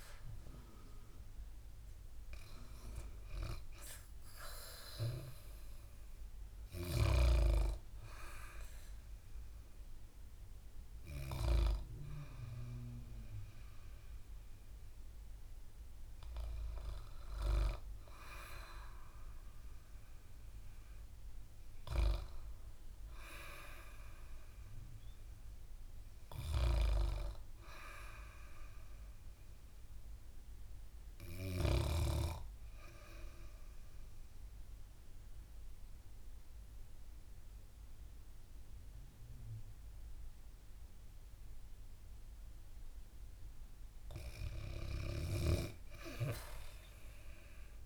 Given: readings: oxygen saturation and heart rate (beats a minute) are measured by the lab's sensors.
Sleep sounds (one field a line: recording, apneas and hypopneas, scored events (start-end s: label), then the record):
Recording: breathing in sleep by a room microphone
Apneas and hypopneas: 1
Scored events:
31.50-43.50 s: obstructive apnea (oxygen 99% before, 93% lowest, heart rate 69 before, 65 extreme, up 3 after)
45.00-47.85 s: oxygen desaturation (device-marked, oxygen 98% before, 94% lowest, heart rate 68 before, 65 extreme)
46.50-47.85 s: arousal
From the record:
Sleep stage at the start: N2 (light sleep)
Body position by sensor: on the back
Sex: female